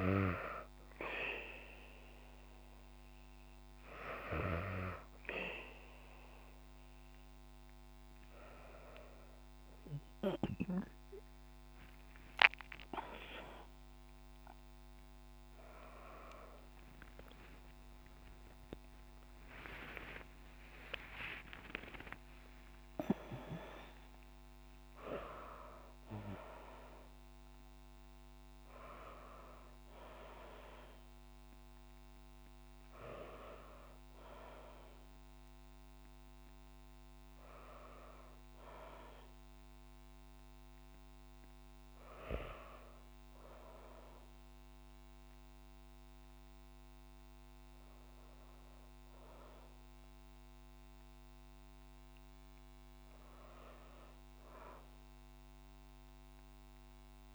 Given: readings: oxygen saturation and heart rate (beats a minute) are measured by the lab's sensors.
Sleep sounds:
breathing in sleep by a microphone on the trachea; none
0.00-5.50 s: oxygen desaturation (device-marked, oxygen 92% lowest, heart rate 62 extreme)
16.50-22.50 s: arousal
16.50-57.35 s: new sleep stage, N1 (lightest sleep)
From the record:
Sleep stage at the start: N2 (light sleep); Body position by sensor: on the back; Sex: female

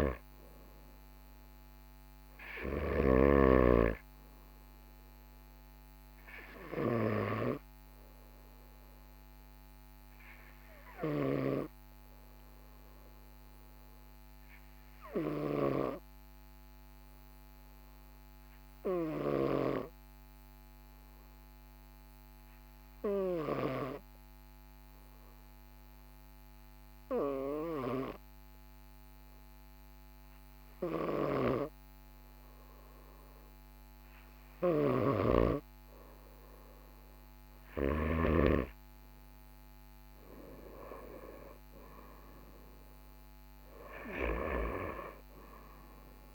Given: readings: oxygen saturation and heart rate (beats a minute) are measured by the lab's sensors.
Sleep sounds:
breathing in sleep by a microphone on the trachea; 1
0.00-3.50 s: snoring (device-marked)
3.50-6.00 s: arousal
7.50-35.50 s: obstructive apnea (oxygen 96% before, 95% lowest, heart rate 46 before, 44 extreme, up 2 after)
34.50-38.50 s: snoring (device-marked)
37.00-41.50 s: arousal
From the record:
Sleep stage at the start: N2 (light sleep); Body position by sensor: on the right side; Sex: male

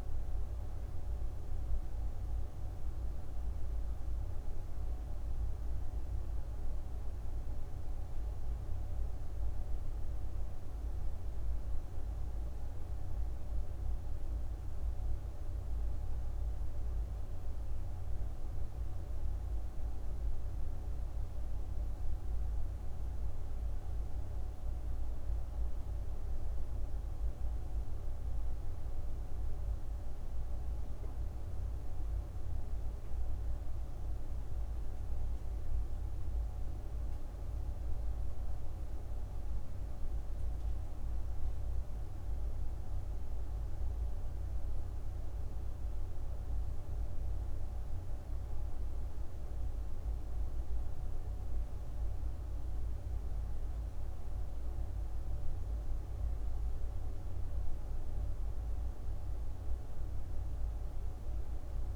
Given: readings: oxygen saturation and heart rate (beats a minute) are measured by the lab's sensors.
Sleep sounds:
breathing in sleep, hard to hear, by a room microphone; none
56.00-61.96 s: new sleep stage, N2 (light sleep)
From the record:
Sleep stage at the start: N1 (lightest sleep); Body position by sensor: on the right side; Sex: female

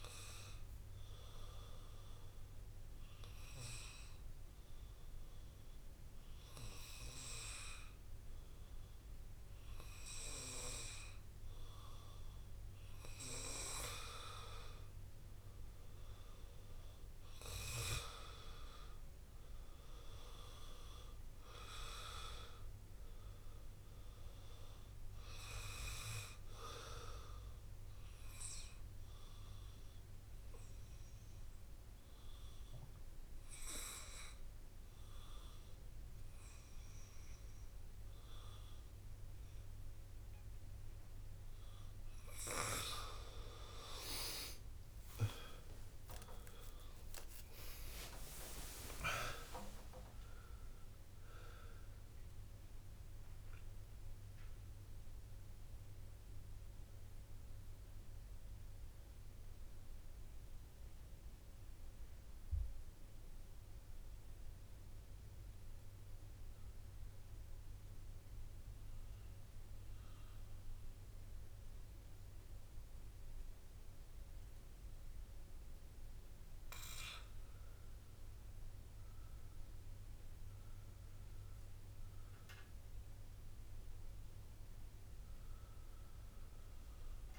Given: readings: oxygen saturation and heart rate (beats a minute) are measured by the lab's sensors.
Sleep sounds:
breathing in sleep by a room microphone; 3
2.00-14.50 s: obstructive apnea (oxygen 99% before, 92% lowest)
16.50-20.00 s: arousal
20.00-37.00 s: oxygen desaturation (device-marked, oxygen 98% before, 94% lowest)
29.00-43.00 s: obstructive apnea (oxygen 99% before, 92% lowest)
45.00-49.50 s: arousal
45.50-47.50 s: long interval between heartbeats (device-marked)
48.00-73.00 s: oxygen desaturation (device-marked, oxygen 98% before, 92% lowest)
69.50-79.50 s: hypopnea (oxygen 98% before, 90% lowest)
82.00-85.50 s: arousal
From the record:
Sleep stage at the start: N2 (light sleep); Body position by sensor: on the back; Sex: male

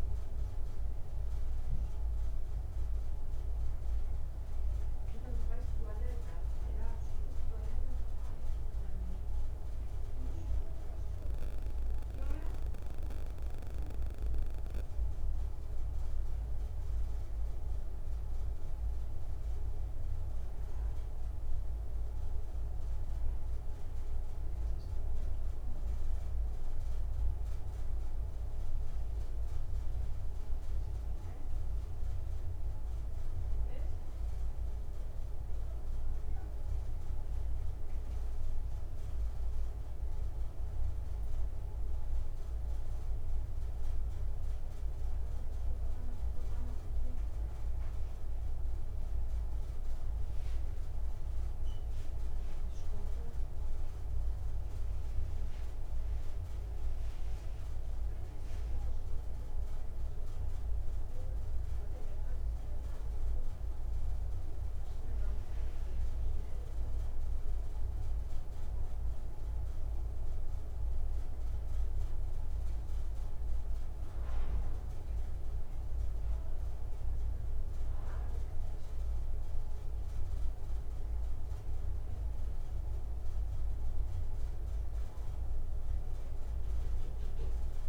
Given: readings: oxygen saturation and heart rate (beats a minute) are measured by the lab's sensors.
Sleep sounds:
a person awake in a sleep study, hard to hear, by a room microphone; none
none scored
From the record:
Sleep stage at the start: awake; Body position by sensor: on the back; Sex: male

